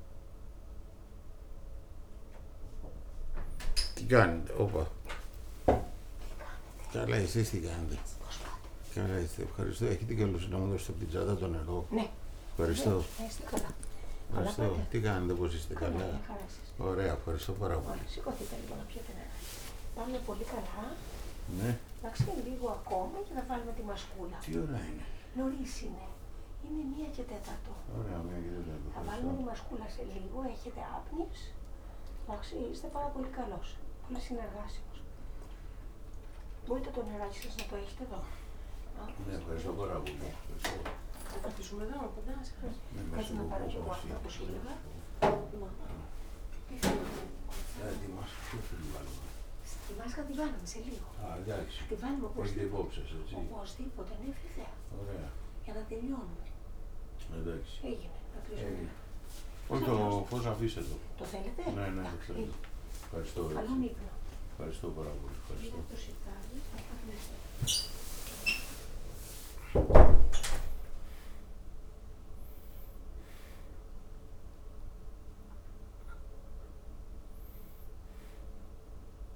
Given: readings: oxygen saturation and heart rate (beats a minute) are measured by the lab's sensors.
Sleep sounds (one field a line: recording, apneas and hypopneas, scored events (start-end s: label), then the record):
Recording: a person awake in a sleep study, by a room microphone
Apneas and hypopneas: none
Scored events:
19.50-21.50 s: long interval between heartbeats (device-marked, heart rate 86 before, 103 extreme)
From the record:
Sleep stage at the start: awake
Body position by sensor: on the back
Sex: male